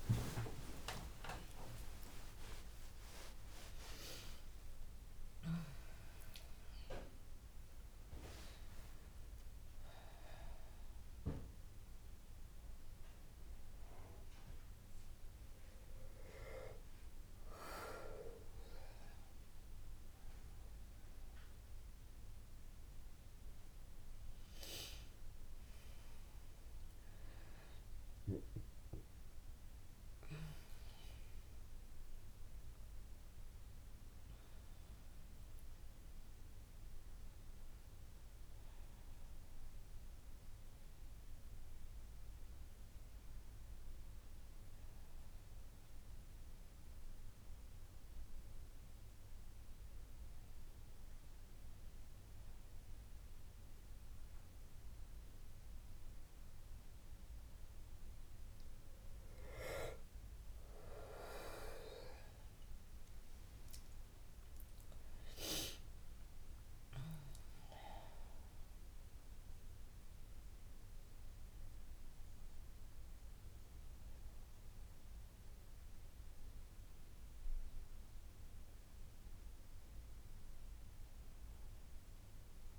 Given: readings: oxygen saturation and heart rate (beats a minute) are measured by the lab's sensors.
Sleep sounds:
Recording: a person awake in a sleep study, by a room microphone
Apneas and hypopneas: none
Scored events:
0.00-1.50 s: long interval between heartbeats (device-marked, heart rate 64 extreme)
From the record:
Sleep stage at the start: awake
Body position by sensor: on the left side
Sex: female

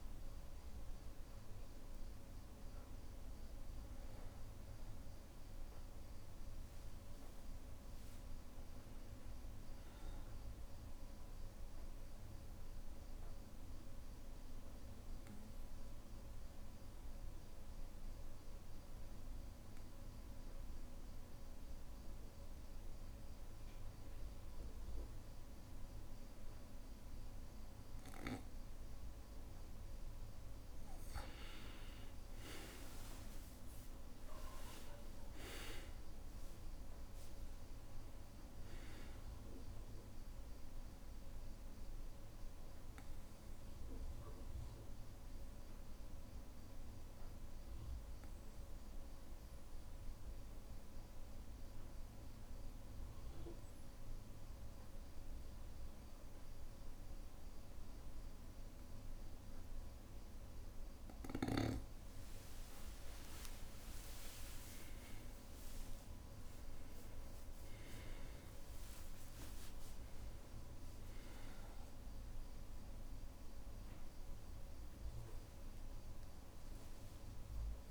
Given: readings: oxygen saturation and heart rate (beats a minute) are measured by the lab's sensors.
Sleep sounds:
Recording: breathing in sleep, hard to hear, by a room microphone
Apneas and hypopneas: 2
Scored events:
0.00-12.50 s: oxygen desaturation (device-marked, oxygen 91% lowest, heart rate 60 extreme)
12.50-29.50 s: obstructive apnea (oxygen 98% before, 91% lowest, heart rate 67 before, 59 extreme, up 13 after)
32.50-36.50 s: arousal
33.50-35.50 s: long interval between heartbeats (device-marked, heart rate 61 before, 71 extreme)
33.50-54.50 s: oxygen desaturation (device-marked, oxygen 98% before, 91% lowest, heart rate 61 before, 59 extreme)
41.50-61.00 s: obstructive apnea (oxygen 99% before, 91% lowest, heart rate 65 before, 59 extreme, up 16 after)
45.50-50.50 s: bradycardia (device-marked, heart rate 64 before, 59 extreme)
63.00-68.00 s: arousal
63.50-65.50 s: long interval between heartbeats (device-marked, heart rate 60 before, 72 extreme)
68.50-77.91 s: oxygen desaturation (device-marked, oxygen 98% before, 93% lowest, heart rate 63 before, 62 extreme)
69.50-71.50 s: long interval between heartbeats (device-marked, heart rate 64 before, 75 extreme)
74.50-77.91 s: new sleep stage, N1 (lightest sleep)
From the record:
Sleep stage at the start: N2 (light sleep)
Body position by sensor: on the back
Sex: male

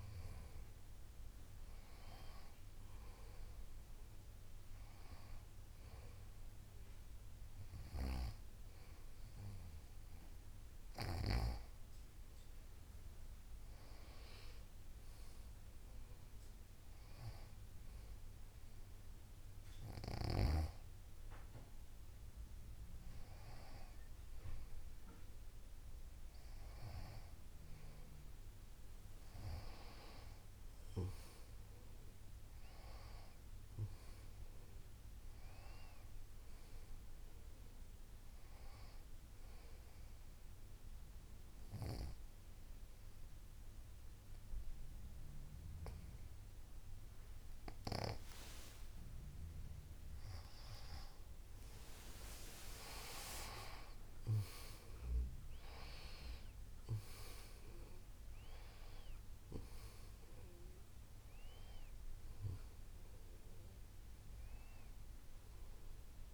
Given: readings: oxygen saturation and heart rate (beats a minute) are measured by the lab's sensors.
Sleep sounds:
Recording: breathing in sleep by a room microphone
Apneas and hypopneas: 1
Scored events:
28.50-31.00 s: arousal
39.50-50.50 s: obstructive apnea (oxygen 96% before, 94% lowest, heart rate 66 before, 59 extreme, up 38 after)
51.00-55.00 s: arousal
From the record:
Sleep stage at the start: N2 (light sleep)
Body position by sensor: on the back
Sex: female

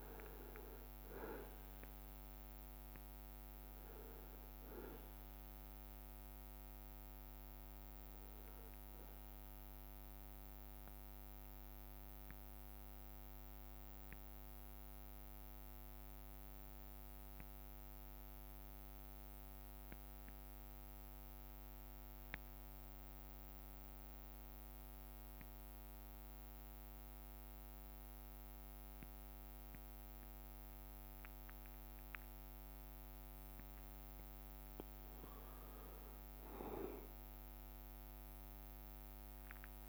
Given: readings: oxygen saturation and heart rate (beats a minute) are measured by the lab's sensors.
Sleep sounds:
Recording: breathing in sleep, hard to hear, by a microphone on the trachea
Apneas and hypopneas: 1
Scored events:
0.00-22.00 s: oxygen desaturation (device-marked, oxygen 84% lowest)
0.00-39.89 s: bradycardia (device-marked)
0.50-2.50 s: leg movement (device-marked)
3.00-6.50 s: leg movement (device-marked)
4.50-6.50 s: long interval between heartbeats (device-marked)
13.00-32.00 s: obstructive apnea (oxygen 94% before, 84% lowest)
13.50-15.50 s: long interval between heartbeats (device-marked)
13.50-19.00 s: leg movement (device-marked)
22.00-23.50 s: leg movement (device-marked)
24.00-26.00 s: long interval between heartbeats (device-marked)
31.50-39.89 s: leg movement (device-marked)
35.00-38.00 s: arousal
From the record:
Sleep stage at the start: N2 (light sleep)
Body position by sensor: on the back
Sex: male

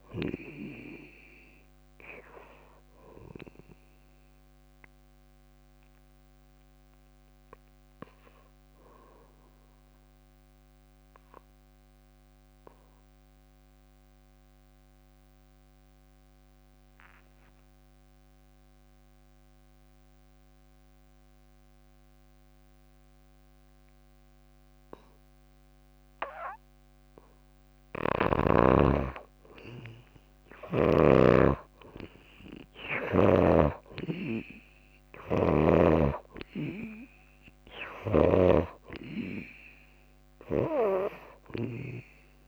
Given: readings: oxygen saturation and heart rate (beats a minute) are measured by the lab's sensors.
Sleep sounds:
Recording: breathing in sleep by a microphone on the trachea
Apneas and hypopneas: 1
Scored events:
0.00-10.00 s: oxygen desaturation (device-marked, oxygen 81% lowest, heart rate 53 extreme)
4.50-25.00 s: obstructive apnea (oxygen 97% before, 79% lowest, heart rate 66 before, 54 extreme, up 11 after)
18.00-28.00 s: drop in pulse transit time (device-marked, heart rate 56 before, 55 extreme)
24.00-42.48 s: oxygen desaturation (device-marked, oxygen 98% before, 79% lowest, heart rate 55 before, 56 extreme)
29.00-33.00 s: arousal
38.00-42.00 s: snoring (device-marked)
From the record:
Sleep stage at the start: N2 (light sleep)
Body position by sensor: on the back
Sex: female

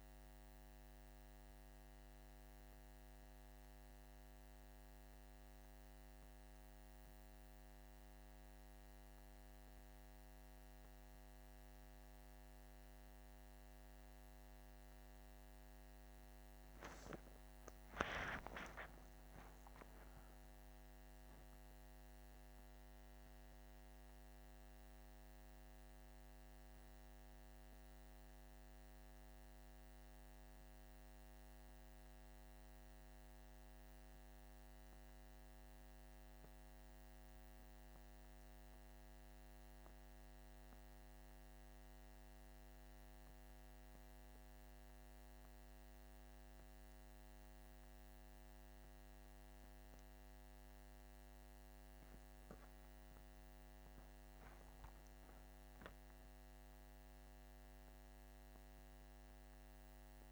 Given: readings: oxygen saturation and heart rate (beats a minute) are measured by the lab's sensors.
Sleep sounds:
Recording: breathing in sleep, hard to hear, by a microphone on the trachea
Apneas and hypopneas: none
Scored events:
none scored
From the record:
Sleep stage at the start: N2 (light sleep)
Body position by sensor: on the back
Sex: male

